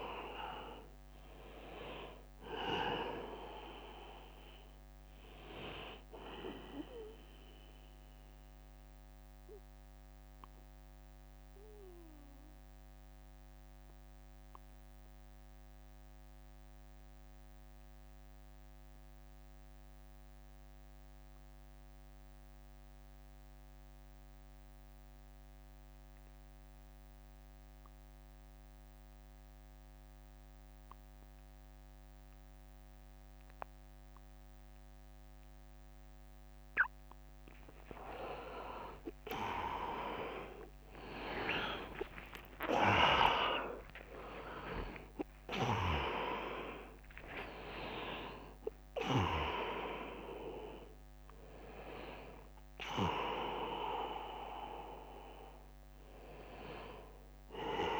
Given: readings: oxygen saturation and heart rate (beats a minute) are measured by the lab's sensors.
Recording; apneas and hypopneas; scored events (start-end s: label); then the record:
breathing in sleep by a microphone on the trachea; 1
0.00-18.50 s: oxygen desaturation (device-marked, oxygen 91% lowest, heart rate 66 extreme)
8.00-36.00 s: mixed apnea (oxygen 100% before, 84% lowest, heart rate 80 before, 66 extreme, up 21 after)
32.00-34.00 s: long interval between heartbeats (device-marked, heart rate 75 before, 80 extreme)
34.50-58.00 s: oxygen desaturation (device-marked, oxygen 100% before, 84% lowest, heart rate 77 before, 75 extreme)
38.00-42.50 s: arousal
41.50-54.50 s: drop in pulse transit time (device-marked, heart rate 80 before, 77 extreme)
43.50-45.50 s: long interval between heartbeats (device-marked, heart rate 82 before, 97 extreme)
From the record:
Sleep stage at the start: N2 (light sleep); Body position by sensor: on the back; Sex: male